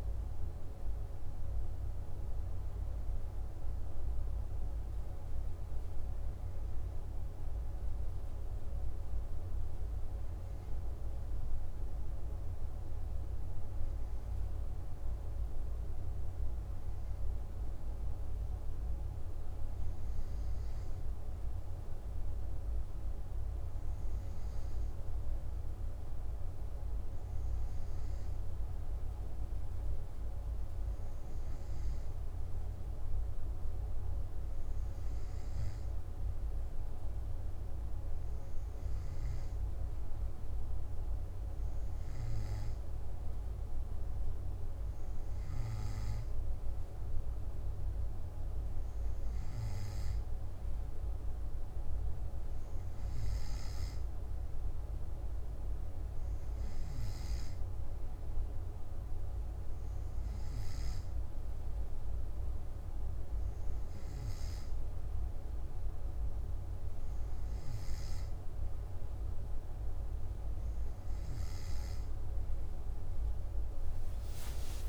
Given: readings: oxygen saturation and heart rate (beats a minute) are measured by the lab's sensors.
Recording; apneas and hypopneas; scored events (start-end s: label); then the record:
breathing in sleep, hard to hear, by a room microphone; none
none scored
From the record:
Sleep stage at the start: N2 (light sleep); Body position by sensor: on the back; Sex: male